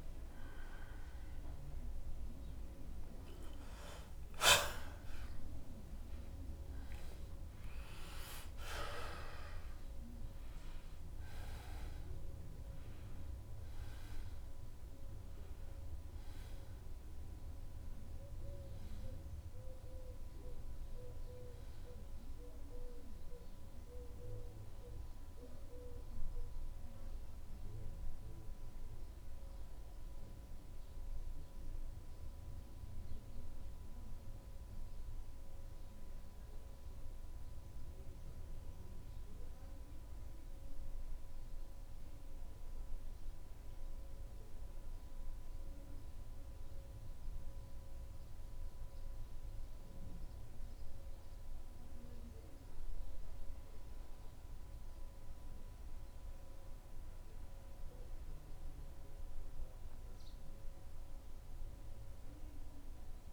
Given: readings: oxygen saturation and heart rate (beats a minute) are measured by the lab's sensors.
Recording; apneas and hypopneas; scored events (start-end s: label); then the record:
breathing in sleep by a room microphone; 1
0.00-3.50 s: arousal
27.00-38.00 s: hypopnea (oxygen 95% before, 89% lowest, heart rate 77 before, 74 extreme, up 3 after)
40.50-45.00 s: arousal
50.00-57.00 s: oxygen desaturation (device-marked, oxygen 97% before, 89% lowest, heart rate 77 before, 75 extreme)
60.00-63.33 s: new sleep stage, N2 (light sleep)
From the record:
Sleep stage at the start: N1 (lightest sleep); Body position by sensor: on the back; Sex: male